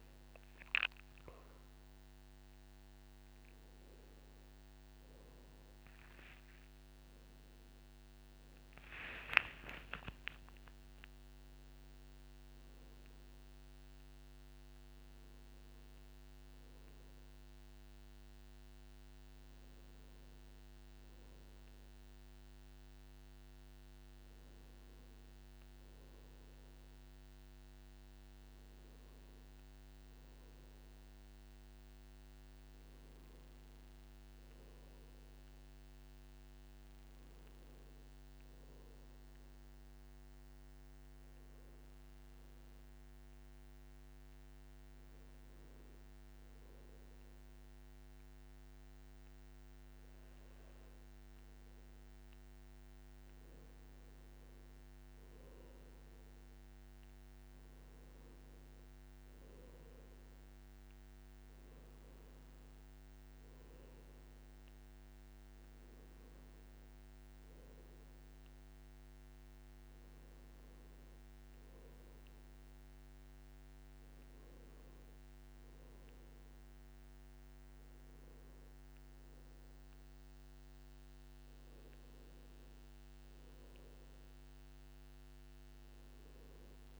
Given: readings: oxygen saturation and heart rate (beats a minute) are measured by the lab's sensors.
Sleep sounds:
breathing in sleep, hard to hear, by a microphone on the trachea; none
0.00-1.00 s: arousal
0.50-60.50 s: new sleep stage, N1 (lightest sleep)
10.50-12.50 s: long interval between heartbeats (device-marked, heart rate 66 before, 72 extreme)
60.50-87.00 s: new sleep stage, N2 (light sleep)
From the record:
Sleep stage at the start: N2 (light sleep); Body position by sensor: on the back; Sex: male

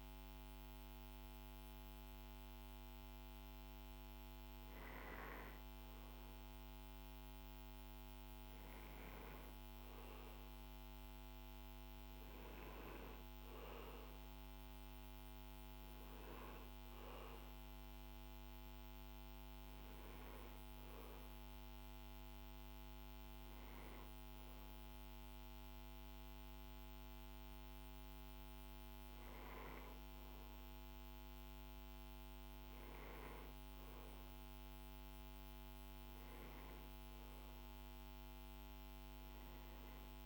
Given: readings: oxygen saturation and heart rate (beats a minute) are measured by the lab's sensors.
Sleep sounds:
breathing in sleep, hard to hear, by a microphone on the trachea; none
none scored
From the record:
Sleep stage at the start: N1 (lightest sleep); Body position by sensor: on the back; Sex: male

